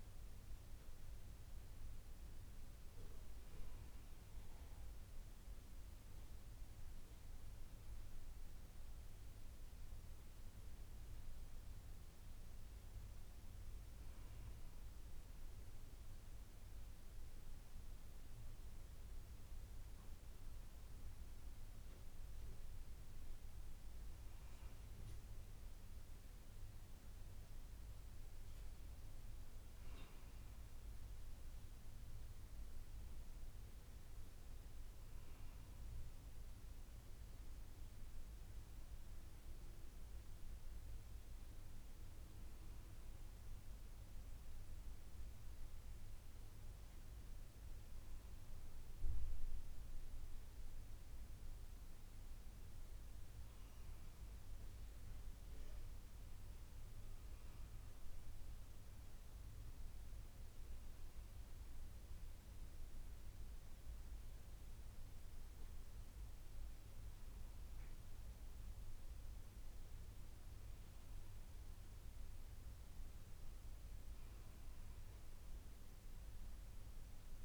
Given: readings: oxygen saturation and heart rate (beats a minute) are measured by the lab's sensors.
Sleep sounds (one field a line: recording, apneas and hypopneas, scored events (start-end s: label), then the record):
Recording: breathing in sleep, hard to hear, by a room microphone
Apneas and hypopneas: none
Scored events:
none scored
From the record:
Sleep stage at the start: N2 (light sleep)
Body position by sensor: on the back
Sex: female